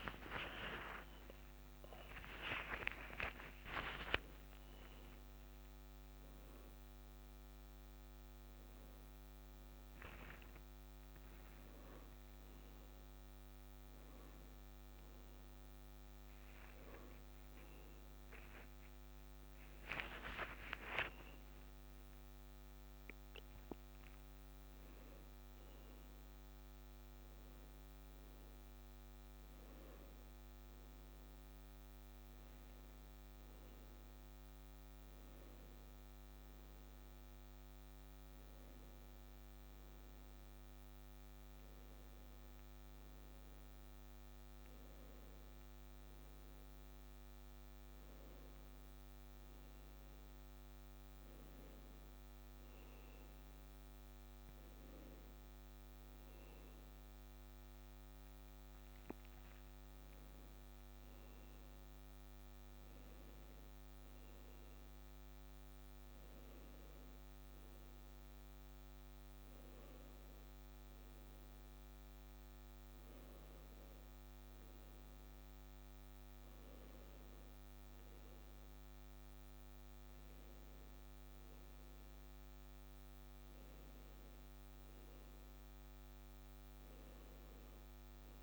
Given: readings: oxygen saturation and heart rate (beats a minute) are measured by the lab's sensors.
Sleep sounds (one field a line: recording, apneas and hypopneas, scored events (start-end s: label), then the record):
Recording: a person awake in a sleep study, by a microphone on the trachea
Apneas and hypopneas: none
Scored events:
none scored
From the record:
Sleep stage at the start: awake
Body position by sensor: on the left side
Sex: male